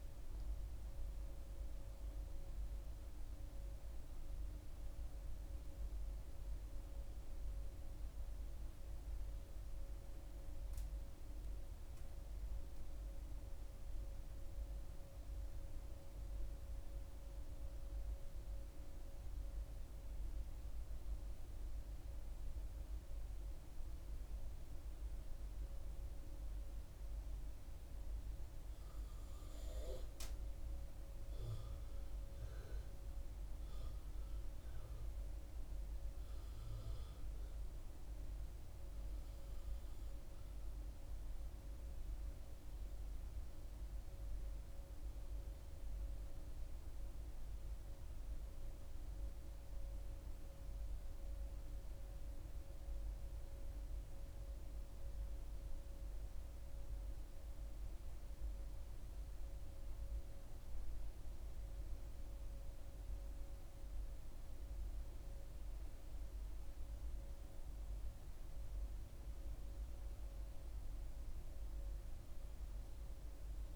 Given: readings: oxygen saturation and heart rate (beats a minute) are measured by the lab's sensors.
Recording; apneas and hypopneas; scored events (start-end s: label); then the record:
a person awake in a sleep study, hard to hear, by a room microphone; none
none scored
From the record:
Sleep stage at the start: awake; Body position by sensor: on the back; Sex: female